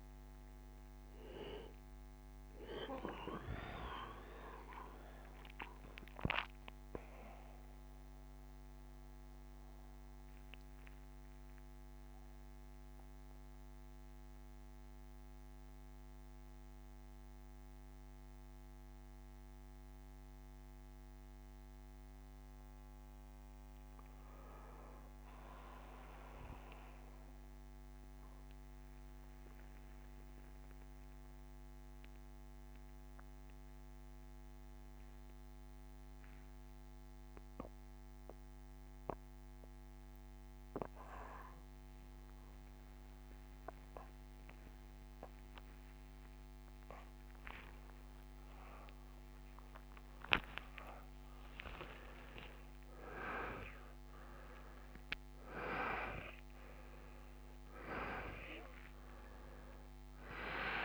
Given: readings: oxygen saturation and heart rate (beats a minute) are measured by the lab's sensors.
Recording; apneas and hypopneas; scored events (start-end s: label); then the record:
a person partly awake in a sleep study, by a microphone on the trachea; 1
0.00-3.00 s: arousal
7.00-23.00 s: central apnea (oxygen 96% before, 89% lowest, heart rate 67 before, 54 extreme, up 5 after)
16.50-18.50 s: bradycardia (device-marked, heart rate 68 before, 60 extreme)
31.50-44.50 s: oxygen desaturation (device-marked, oxygen 96% before, 91% lowest, heart rate 63 before, 67 extreme)
32.50-60.85 s: new sleep stage, awake
From the record:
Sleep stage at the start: N2 (light sleep); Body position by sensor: on the back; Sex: male